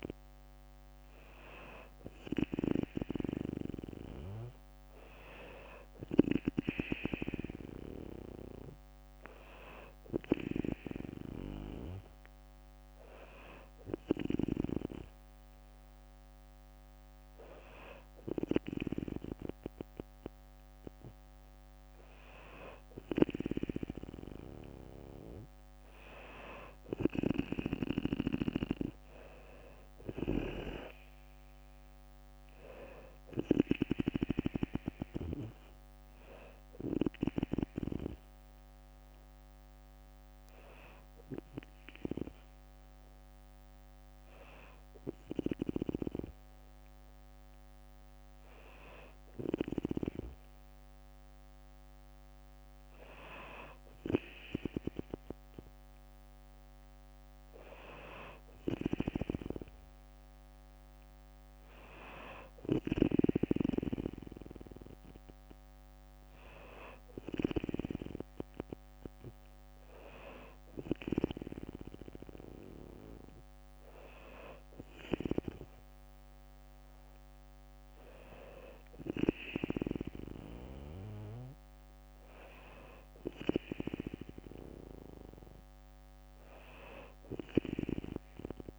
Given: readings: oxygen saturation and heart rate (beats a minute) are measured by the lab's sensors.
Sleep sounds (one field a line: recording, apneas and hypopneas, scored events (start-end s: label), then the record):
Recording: breathing in sleep by a microphone on the trachea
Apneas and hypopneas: none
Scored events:
29.50-43.50 s: drop in pulse transit time (device-marked, heart rate 63 before, 59 extreme)
38.50-44.50 s: bradycardia (device-marked, heart rate 62 before, 59 extreme)
From the record:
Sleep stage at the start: N2 (light sleep)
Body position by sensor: on the back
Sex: female